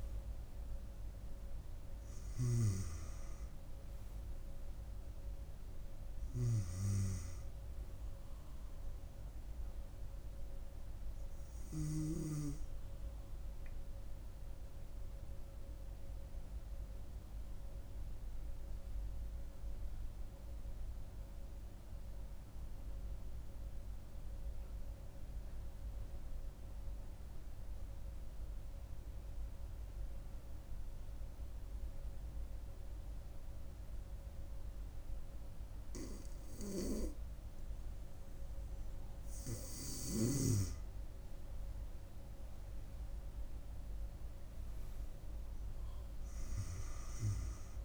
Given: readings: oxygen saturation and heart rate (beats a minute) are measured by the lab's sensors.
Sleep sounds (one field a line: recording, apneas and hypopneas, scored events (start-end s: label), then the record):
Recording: breathing in sleep by a room microphone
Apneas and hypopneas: 1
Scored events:
0.00-3.00 s: arousal
14.50-38.00 s: obstructive apnea (oxygen 98% before, 95% lowest, heart rate 71 before, 63 extreme, up 4 after)
44.00-47.50 s: arousal
From the record:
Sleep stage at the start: N2 (light sleep)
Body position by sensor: on the front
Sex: female